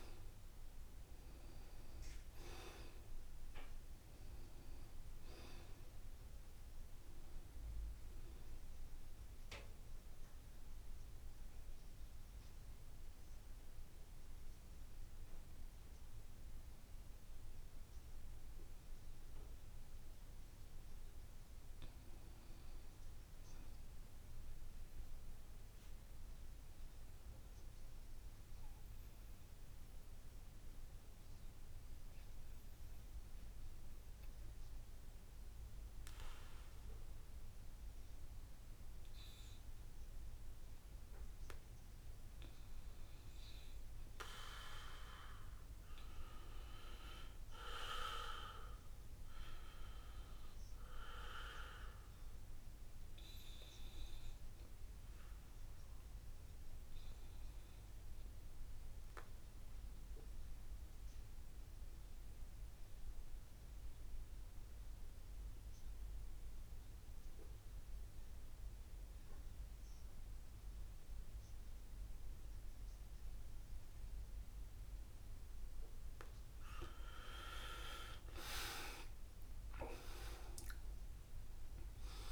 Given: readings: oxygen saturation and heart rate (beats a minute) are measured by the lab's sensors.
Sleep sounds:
breathing in sleep by a room microphone; 3
0.00-12.00 s: oxygen desaturation (device-marked, oxygen 85% lowest, heart rate 72 extreme)
11.00-22.00 s: obstructive apnea (oxygen 94% before, 87% lowest, heart rate 77 before, 72 extreme, up 4 after)
24.50-28.00 s: arousal
29.00-65.00 s: oxygen desaturation (device-marked, oxygen 94% before, 87% lowest, heart rate 74 before, 71 extreme)
32.50-42.50 s: obstructive apnea (oxygen 95% before, 86% lowest, heart rate 74 before, 71 extreme, up 4 after)
43.50-47.50 s: arousal
58.00-76.50 s: obstructive apnea (oxygen 93% before, 86% lowest, heart rate 74 before, 71 extreme, up 10 after)
77.00-82.32 s: oxygen desaturation (device-marked, oxygen 93% before, 86% lowest, heart rate 72 before, 73 extreme)
79.00-82.00 s: arousal
From the record:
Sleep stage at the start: N2 (light sleep); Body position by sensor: on the back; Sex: male

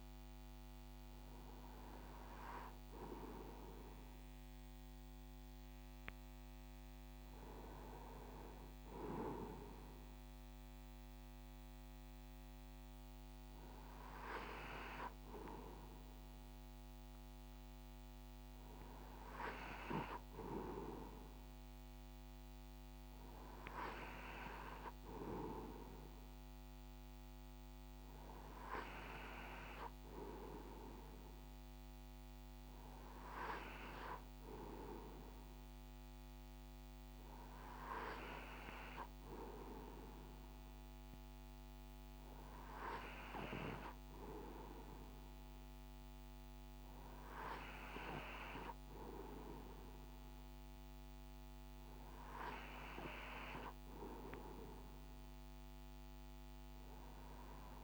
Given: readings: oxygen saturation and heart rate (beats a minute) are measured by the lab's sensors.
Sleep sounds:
breathing in sleep by a microphone on the trachea; none
none scored
From the record:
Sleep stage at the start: N2 (light sleep); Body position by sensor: on the right side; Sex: male

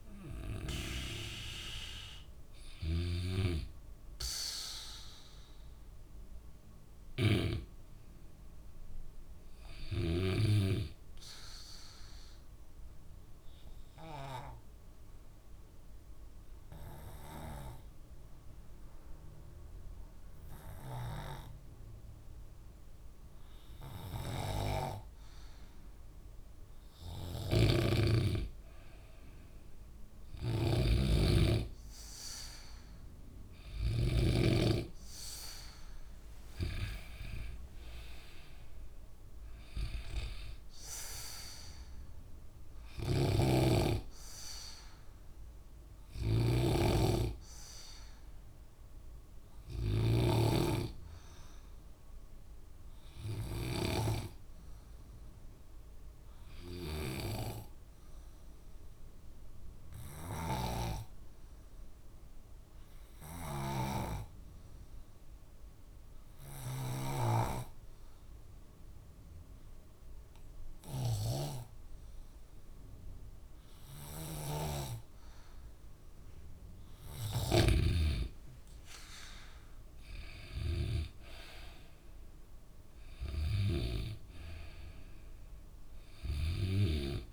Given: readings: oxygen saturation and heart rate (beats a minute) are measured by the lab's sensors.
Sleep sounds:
breathing in sleep by a room microphone; 2
0.00-11.50 s: oxygen desaturation (device-marked, oxygen 93% lowest, heart rate 63 extreme)
11.00-28.00 s: obstructive apnea (oxygen 98% before, 91% lowest, heart rate 68 before, 63 extreme, up 2 after)
26.50-57.50 s: oxygen desaturation (device-marked, oxygen 98% before, 91% lowest, heart rate 65 before, 63 extreme)
27.50-34.50 s: snoring (device-marked)
30.00-32.50 s: arousal
43.00-67.50 s: snoring (device-marked)
51.50-77.00 s: obstructive apnea (oxygen 97% before, 91% lowest, heart rate 68 before, 63 extreme, up 5 after)
68.50-87.32 s: oxygen desaturation (device-marked, oxygen 97% before, 91% lowest, heart rate 67 before, 63 extreme)
74.50-78.00 s: snoring (device-marked)
80.50-83.50 s: arousal
From the record:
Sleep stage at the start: N2 (light sleep); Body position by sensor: on the back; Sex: male

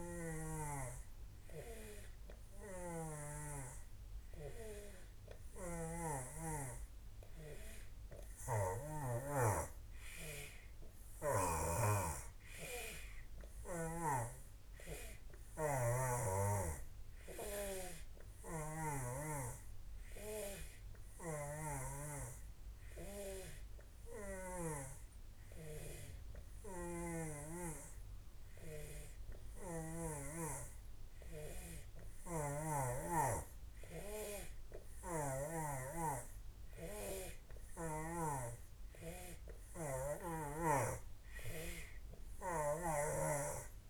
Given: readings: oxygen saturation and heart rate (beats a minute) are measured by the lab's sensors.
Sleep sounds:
breathing in sleep by a room microphone; none
0.00-9.00 s: snoring (device-marked)
13.50-19.00 s: snoring (device-marked)
21.00-24.50 s: snoring (device-marked)
26.50-30.00 s: snoring (device-marked)
32.00-35.50 s: snoring (device-marked)
42.50-43.90 s: snoring (device-marked)
From the record:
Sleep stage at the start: N3 (deep sleep); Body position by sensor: on the back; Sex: male

